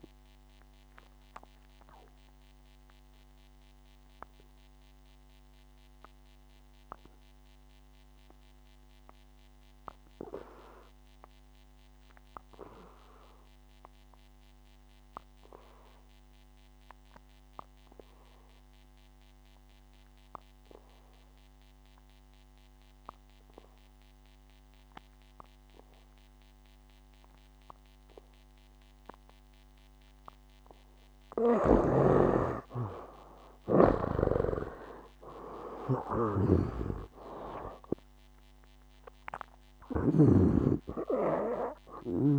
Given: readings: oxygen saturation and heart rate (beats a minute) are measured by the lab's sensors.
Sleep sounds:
breathing in sleep by a microphone on the trachea; 1
0.00-21.00 s: oxygen desaturation (device-marked, oxygen 74% lowest, heart rate 60 extreme)
1.00-31.50 s: obstructive apnea (oxygen 98% before, 74% lowest, heart rate 68 before, 60 extreme, up 15 after)
32.00-40.50 s: snoring (device-marked)
34.50-38.50 s: arousal
35.00-42.39 s: oxygen desaturation (device-marked, oxygen 97% before, 79% lowest, heart rate 62 before, 59 extreme)
From the record:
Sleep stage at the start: N2 (light sleep); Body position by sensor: on the back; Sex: male

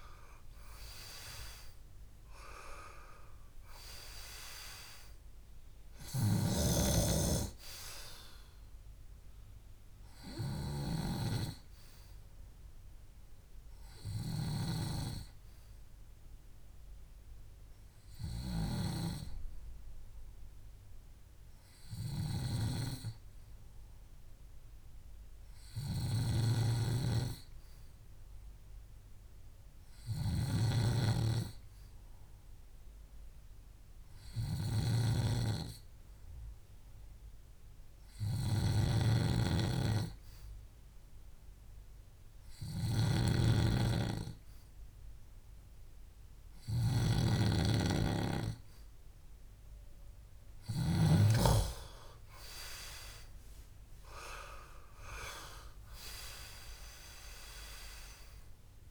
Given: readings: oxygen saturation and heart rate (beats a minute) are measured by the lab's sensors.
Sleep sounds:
breathing in sleep by a room microphone; 1
0.00-2.00 s: arousal
2.50-20.50 s: oxygen desaturation (device-marked, oxygen 96% before, 93% lowest, heart rate 66 before, 60 extreme)
28.00-48.50 s: hypopnea (oxygen 96% before, 91% lowest, heart rate 64 before, 61 extreme, up 9 after)
38.50-51.00 s: snoring (device-marked)
42.50-44.50 s: long interval between heartbeats (device-marked, heart rate 64 before, 65 extreme)
50.50-58.91 s: oxygen desaturation (device-marked, oxygen 97% before, 91% lowest, heart rate 64 before, 63 extreme)
53.00-57.00 s: arousal
From the record:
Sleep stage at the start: N2 (light sleep); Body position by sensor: on the back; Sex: male

